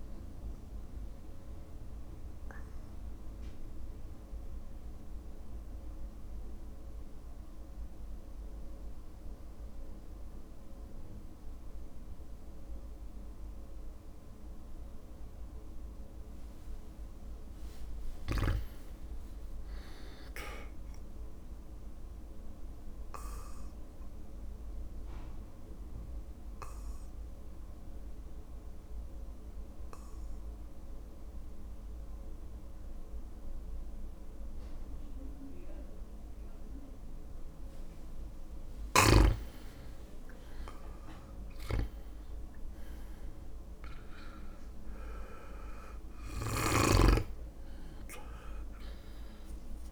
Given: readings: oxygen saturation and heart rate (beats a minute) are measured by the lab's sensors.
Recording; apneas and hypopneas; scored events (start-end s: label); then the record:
breathing in sleep by a room microphone; 2
0.00-1.50 s: oxygen desaturation (device-marked, oxygen 94% lowest, heart rate 53 extreme)
0.00-10.50 s: drop in pulse transit time (device-marked, heart rate 56 extreme)
2.50-16.00 s: obstructive apnea (oxygen 100% before, 93% lowest, heart rate 57 before, 53 extreme, up 6 after)
5.50-7.50 s: long interval between heartbeats (device-marked, heart rate 57 before, 57 extreme)
15.00-17.00 s: long interval between heartbeats (device-marked, heart rate 57 before, 60 extreme)
18.00-20.50 s: arousal
24.00-38.00 s: obstructive apnea (oxygen 99% before, 93% lowest, heart rate 57 before, 53 extreme, up 7 after)
28.50-30.50 s: long interval between heartbeats (device-marked, heart rate 57 before, 58 extreme)
28.50-45.50 s: oxygen desaturation (device-marked, oxygen 99% before, 95% lowest, heart rate 57 before, 53 extreme)
40.50-44.00 s: arousal
44.50-49.91 s: drop in pulse transit time (device-marked, heart rate 58 before, 60 extreme)
From the record:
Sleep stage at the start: N2 (light sleep); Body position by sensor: on the back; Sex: male